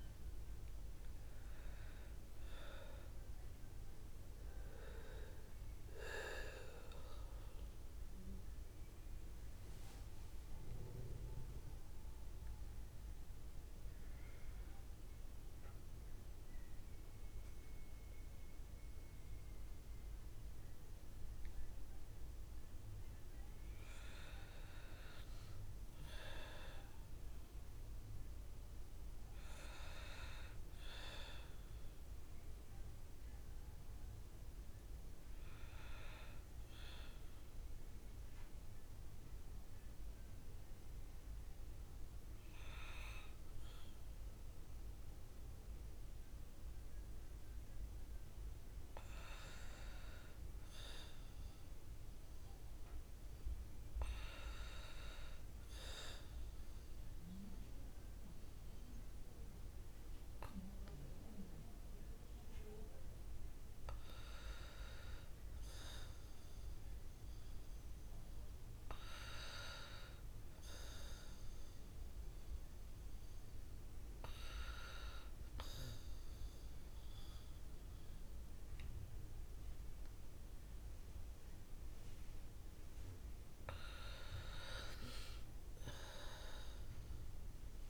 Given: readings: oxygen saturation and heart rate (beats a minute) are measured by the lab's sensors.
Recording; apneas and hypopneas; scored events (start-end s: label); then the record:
breathing in sleep by a room microphone; 2
9.50-14.50 s: oxygen desaturation (device-marked, oxygen 98% before, 95% lowest, heart rate 70 before, 66 extreme)
25.50-87.90 s: new sleep stage, N2 (light sleep)
28.50-32.50 s: arousal
33.50-42.50 s: oxygen desaturation (device-marked, oxygen 98% before, 94% lowest, heart rate 70 before, 69 extreme)
35.00-46.00 s: obstructive apnea (oxygen 98% before, 92% lowest, heart rate 70 before, 69 extreme)
48.50-51.50 s: arousal
70.00-83.00 s: obstructive apnea (oxygen 97% before, 90% lowest, heart rate 71 before, 72 extreme, up 1 after)
85.50-87.90 s: arousal
From the record:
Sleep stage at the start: N1 (lightest sleep); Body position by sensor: on the back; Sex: female